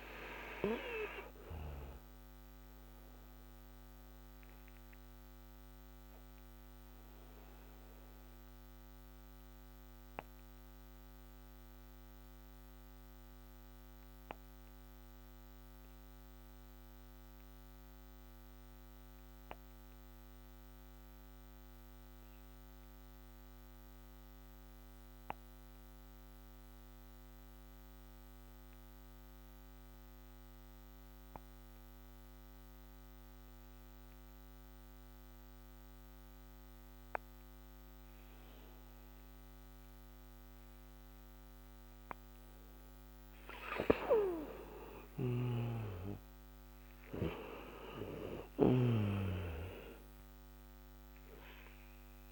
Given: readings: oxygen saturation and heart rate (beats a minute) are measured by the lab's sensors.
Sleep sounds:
breathing in sleep by a microphone on the trachea; 1
2.50-22.50 s: oxygen desaturation (device-marked, oxygen 95% before, 88% lowest, heart rate 69 before, 56 extreme)
3.00-41.50 s: obstructive apnea (oxygen 97% before, 88% lowest, heart rate 69 before, 56 extreme, up 20 after)
44.00-48.50 s: arousal
45.00-48.50 s: snoring (device-marked)
From the record:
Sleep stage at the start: N2 (light sleep); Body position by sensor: on the back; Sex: male

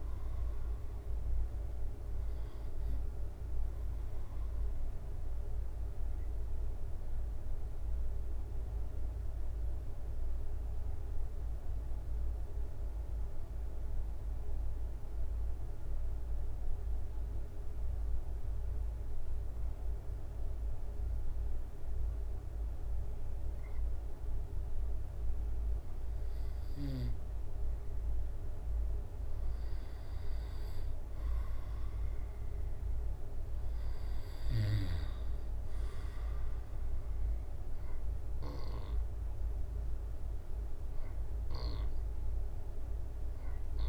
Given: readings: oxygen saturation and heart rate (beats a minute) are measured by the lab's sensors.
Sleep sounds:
breathing in sleep, hard to hear, by a room microphone; 1
0.00-12.50 s: oxygen desaturation (device-marked, oxygen 90% lowest, heart rate 68 extreme)
6.50-27.50 s: obstructive apnea (oxygen 94% before, 90% lowest, heart rate 74 before, 68 extreme, up 1 after)
25.50-43.89 s: oxygen desaturation (device-marked, oxygen 98% before, 91% lowest, heart rate 70 before, 64 extreme)
27.50-43.89 s: drop in pulse transit time (device-marked, heart rate 70 before, 68 extreme)
31.00-35.00 s: arousal
From the record:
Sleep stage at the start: N2 (light sleep); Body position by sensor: on the back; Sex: male

